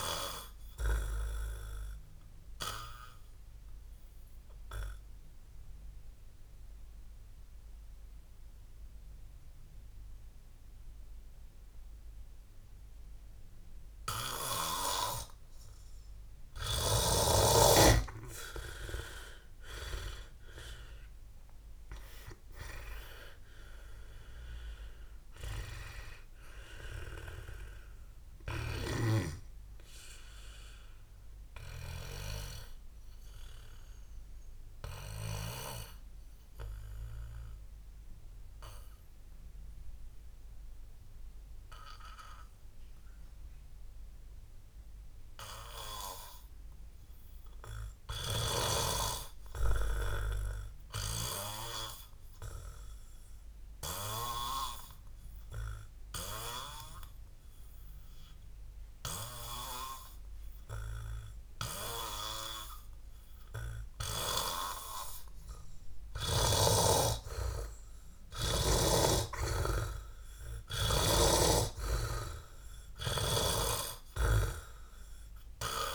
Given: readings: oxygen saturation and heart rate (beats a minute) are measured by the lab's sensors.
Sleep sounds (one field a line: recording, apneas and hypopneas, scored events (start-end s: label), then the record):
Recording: breathing in sleep by a room microphone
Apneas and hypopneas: 2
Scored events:
2.50-18.00 s: obstructive apnea (oxygen 100% before, 85% lowest, heart rate 63 before, 59 extreme, up 25 after)
4.50-21.50 s: oxygen desaturation (device-marked, oxygen 100% before, 85% lowest, heart rate 63 before, 59 extreme)
20.00-24.00 s: arousal
26.50-51.50 s: oxygen desaturation (device-marked, oxygen 97% before, 87% lowest, heart rate 69 before, 57 extreme)
33.00-64.50 s: obstructive apnea (oxygen 98% before, 84% lowest, heart rate 71 before, 57 extreme, up 13 after)
63.50-75.95 s: oxygen desaturation (device-marked, oxygen 99% before, 89% lowest, heart rate 61 before, 63 extreme)
66.50-70.50 s: arousal
From the record:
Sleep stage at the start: N2 (light sleep)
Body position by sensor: on the back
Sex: male